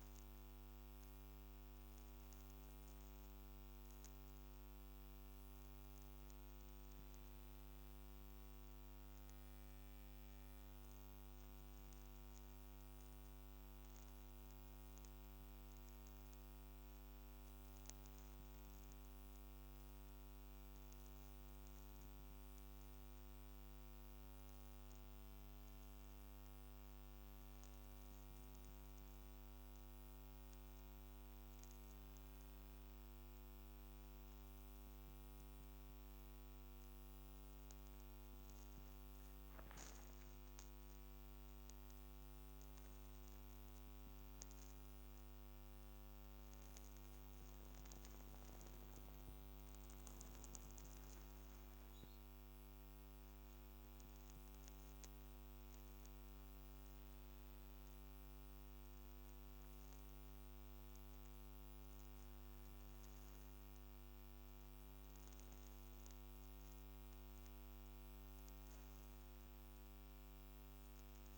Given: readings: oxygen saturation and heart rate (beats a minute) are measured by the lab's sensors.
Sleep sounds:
breathing in sleep, hard to hear, by a microphone on the trachea; none
none scored
From the record:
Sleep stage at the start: N2 (light sleep); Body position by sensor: upright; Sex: female

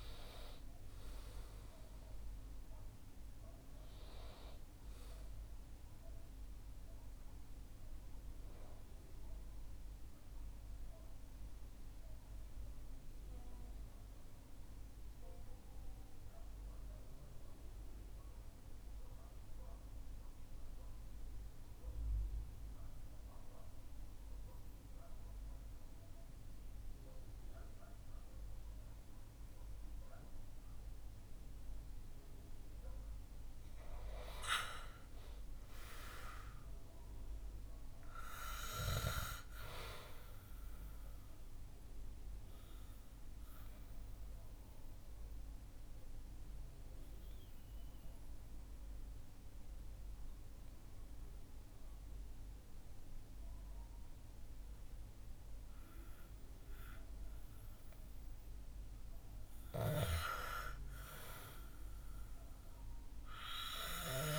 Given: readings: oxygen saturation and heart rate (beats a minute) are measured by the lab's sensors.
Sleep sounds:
breathing in sleep by a room microphone; 2
0.00-21.50 s: oxygen desaturation (device-marked, oxygen 88% lowest, heart rate 63 extreme)
9.50-32.00 s: mixed apnea (oxygen 99% before, 88% lowest, heart rate 68 before, 63 extreme, up 2 after)
34.50-38.00 s: arousal
41.50-57.00 s: obstructive apnea (oxygen 99% before, 95% lowest, heart rate 65 before, 62 extreme, up 7 after)
60.00-64.00 s: arousal
From the record:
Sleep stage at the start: REM sleep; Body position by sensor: on the back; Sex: male

